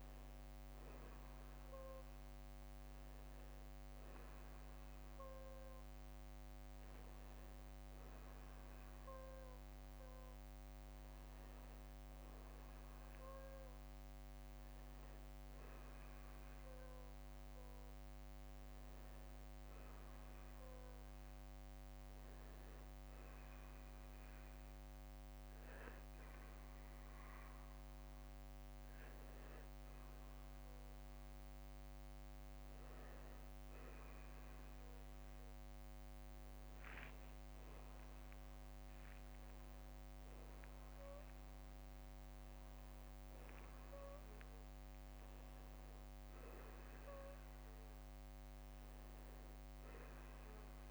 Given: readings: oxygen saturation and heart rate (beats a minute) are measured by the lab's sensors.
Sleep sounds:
breathing in sleep, hard to hear, by a microphone on the trachea; none
11.00-50.90 s: new sleep stage, N2 (light sleep)
21.50-23.50 s: long interval between heartbeats (device-marked, heart rate 56 before, 59 extreme)
37.50-42.00 s: arousal
From the record:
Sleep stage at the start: N1 (lightest sleep); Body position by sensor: on the back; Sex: male

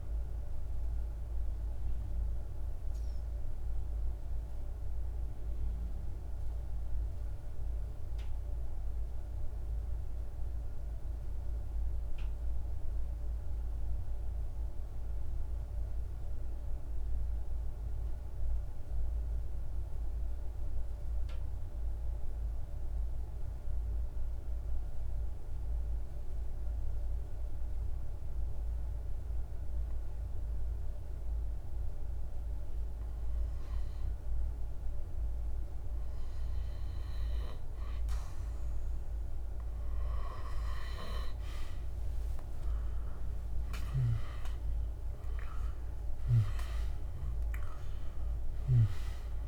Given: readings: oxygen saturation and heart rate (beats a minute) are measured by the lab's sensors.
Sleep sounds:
breathing in sleep by a room microphone; 1
0.00-9.50 s: oxygen desaturation (device-marked, oxygen 88% lowest, heart rate 46 extreme)
0.50-36.50 s: mixed apnea (oxygen 97% before, 87% lowest, heart rate 68 before, 49 extreme, up 13 after)
27.50-49.48 s: oxygen desaturation (device-marked, oxygen 99% before, 87% lowest, heart rate 50 before, 49 extreme)
42.00-47.00 s: arousal
42.50-48.00 s: snoring (device-marked)
From the record:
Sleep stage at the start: N2 (light sleep); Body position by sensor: on the back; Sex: male

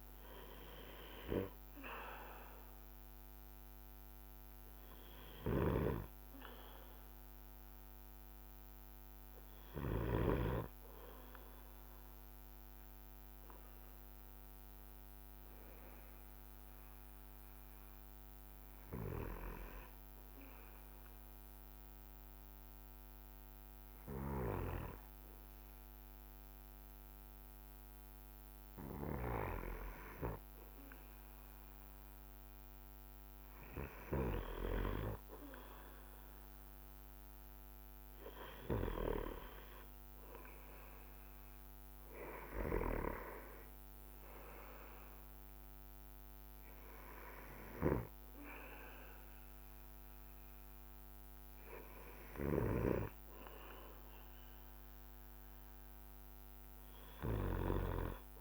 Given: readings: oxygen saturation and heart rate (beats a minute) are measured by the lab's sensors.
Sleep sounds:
breathing in sleep by a microphone on the trachea; 1
5.50-10.00 s: snoring (device-marked)
9.00-13.00 s: arousal
15.50-28.00 s: hypopnea (oxygen 93% before, 92% lowest)
24.00-29.50 s: snoring (device-marked)
30.50-35.00 s: arousal
From the record:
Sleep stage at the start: N2 (light sleep); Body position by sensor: on the back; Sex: male

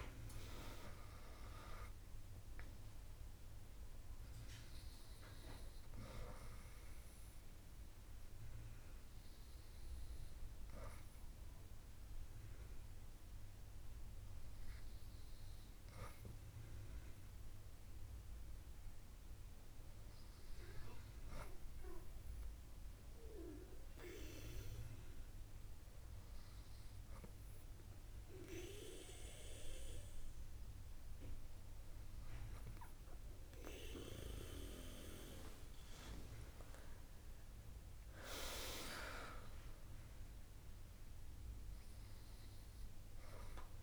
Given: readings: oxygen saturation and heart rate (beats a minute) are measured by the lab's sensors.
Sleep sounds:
breathing in sleep by a room microphone; none
0.00-3.00 s: arousal
From the record:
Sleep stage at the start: N2 (light sleep); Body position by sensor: on the back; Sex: female

